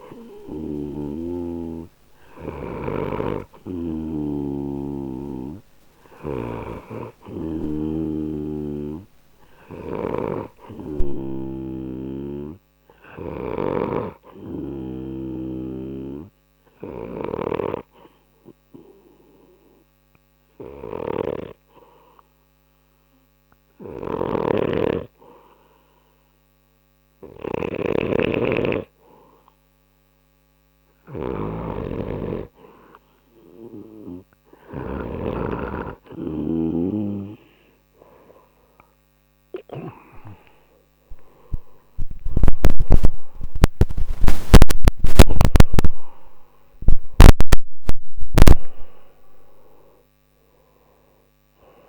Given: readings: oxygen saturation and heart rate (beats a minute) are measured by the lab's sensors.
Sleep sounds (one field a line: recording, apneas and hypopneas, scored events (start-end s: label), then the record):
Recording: breathing in sleep by a microphone on the trachea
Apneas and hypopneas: 1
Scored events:
6.00-17.50 s: snoring (device-marked)
16.50-30.50 s: hypopnea (oxygen 97% before, 92% lowest, heart rate 37 before, 34 extreme, up 10 after)
24.00-35.00 s: snoring (device-marked)
32.00-35.00 s: arousal
From the record:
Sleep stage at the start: N2 (light sleep)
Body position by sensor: on the right side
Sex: male